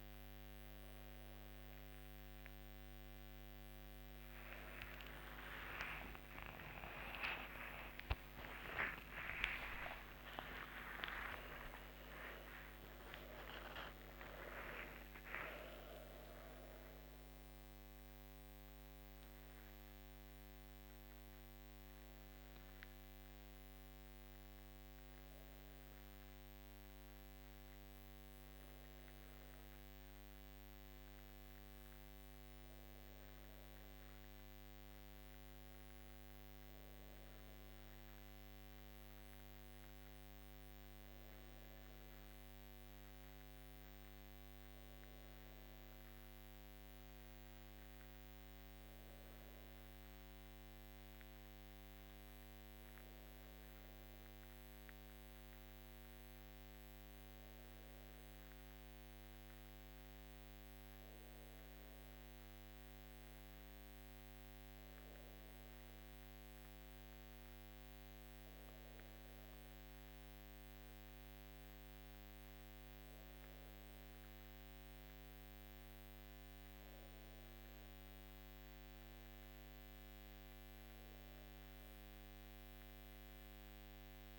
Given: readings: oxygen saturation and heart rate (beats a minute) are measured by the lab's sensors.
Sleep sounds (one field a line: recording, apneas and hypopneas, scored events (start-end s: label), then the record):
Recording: a person awake in a sleep study, by a microphone on the trachea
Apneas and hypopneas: none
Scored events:
none scored
From the record:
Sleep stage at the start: awake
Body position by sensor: on the back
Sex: female